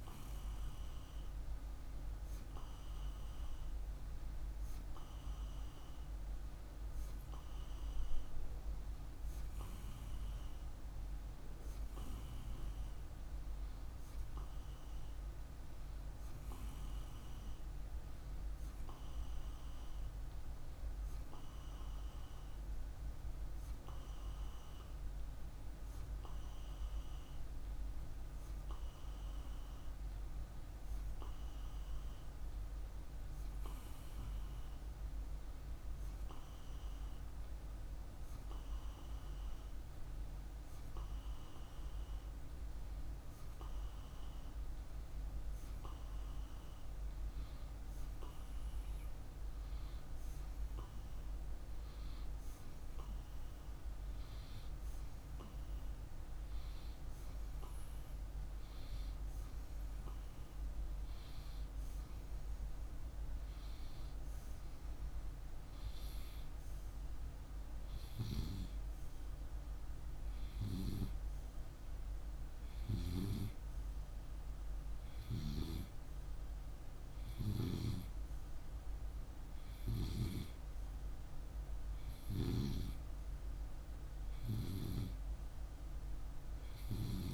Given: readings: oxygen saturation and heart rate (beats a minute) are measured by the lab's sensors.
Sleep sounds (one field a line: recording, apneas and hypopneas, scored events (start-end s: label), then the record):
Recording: breathing in sleep by a room microphone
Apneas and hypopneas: none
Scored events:
none scored
From the record:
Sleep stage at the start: N2 (light sleep)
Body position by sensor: on the right side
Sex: male